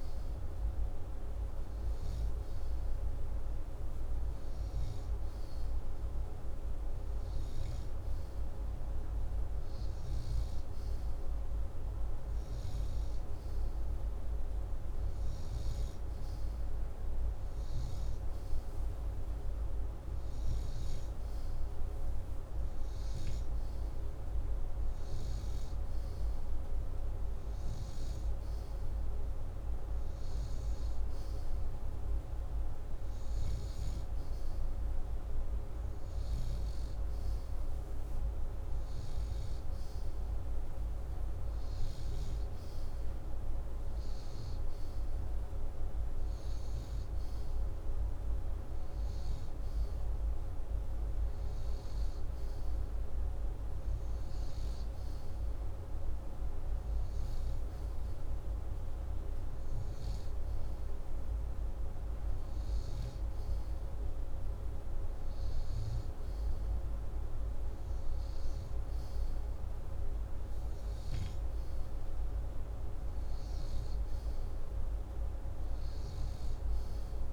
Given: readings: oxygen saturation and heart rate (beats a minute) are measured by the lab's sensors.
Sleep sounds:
breathing in sleep, hard to hear, by a room microphone; none
none scored
From the record:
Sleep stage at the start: N2 (light sleep); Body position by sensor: upright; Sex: male

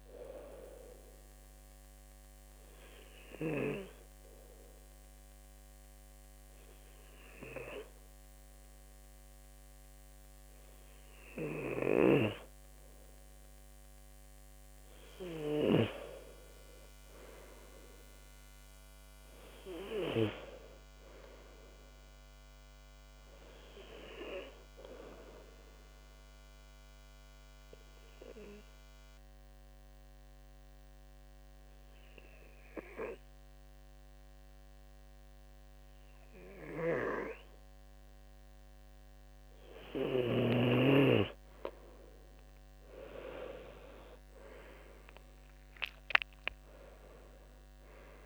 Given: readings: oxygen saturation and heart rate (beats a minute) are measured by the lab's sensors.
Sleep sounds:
breathing in sleep by a microphone on the trachea; 2
0.50-12.00 s: hypopnea (oxygen 96% before, 90% lowest, heart rate 73 before, 66 extreme, up 10 after)
16.00-19.50 s: arousal
25.50-38.00 s: obstructive apnea (oxygen 96% before, 90% lowest, heart rate 72 before, 68 extreme, up 9 after)
42.50-47.00 s: arousal
From the record:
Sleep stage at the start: N2 (light sleep); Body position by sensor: on the left side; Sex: male

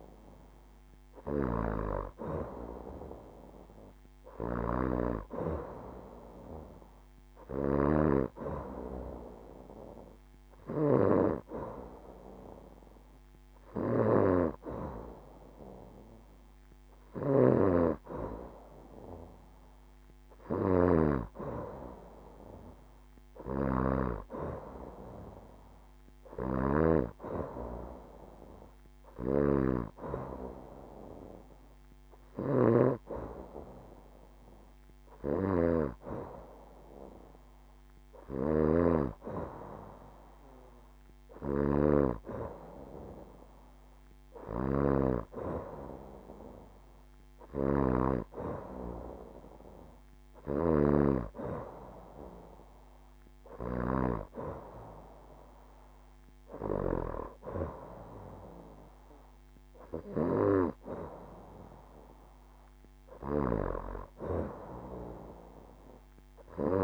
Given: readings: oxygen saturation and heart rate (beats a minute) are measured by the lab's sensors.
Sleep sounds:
breathing in sleep by a microphone on the trachea; none
none scored
From the record:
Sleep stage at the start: N2 (light sleep); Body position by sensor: on the back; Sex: female

